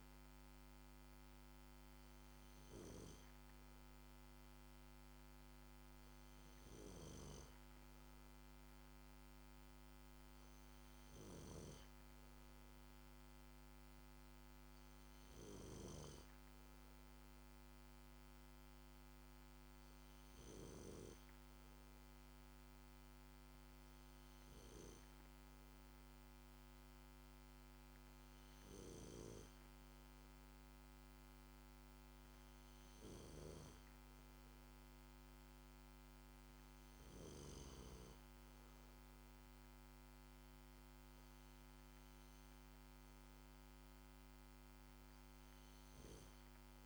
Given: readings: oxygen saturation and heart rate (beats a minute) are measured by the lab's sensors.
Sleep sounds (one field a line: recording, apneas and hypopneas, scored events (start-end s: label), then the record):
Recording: breathing in sleep by a microphone on the trachea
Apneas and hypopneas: none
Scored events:
none scored
From the record:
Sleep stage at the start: N2 (light sleep)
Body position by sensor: on the back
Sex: male